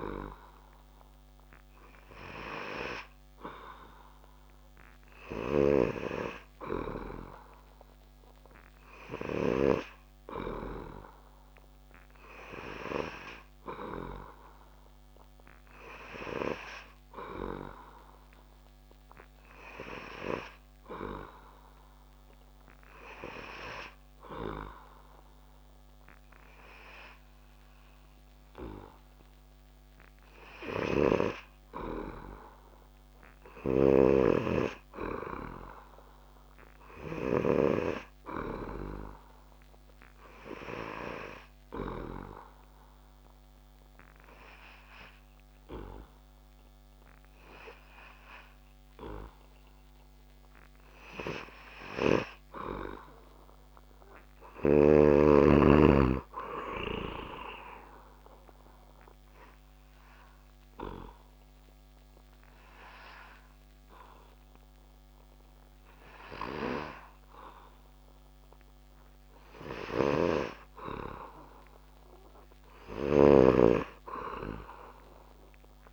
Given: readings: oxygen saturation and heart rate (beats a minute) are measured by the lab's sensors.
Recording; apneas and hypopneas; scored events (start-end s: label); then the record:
breathing in sleep by a microphone on the trachea; 2
30.00-37.00 s: snoring (device-marked)
33.00-36.50 s: arousal
42.50-52.50 s: obstructive apnea (oxygen 98% before, 96% lowest)
53.50-56.50 s: arousal
57.50-69.50 s: obstructive apnea (oxygen 98% before, 96% lowest)
72.00-75.93 s: arousal
From the record:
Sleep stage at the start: N3 (deep sleep); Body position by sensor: on the back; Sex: male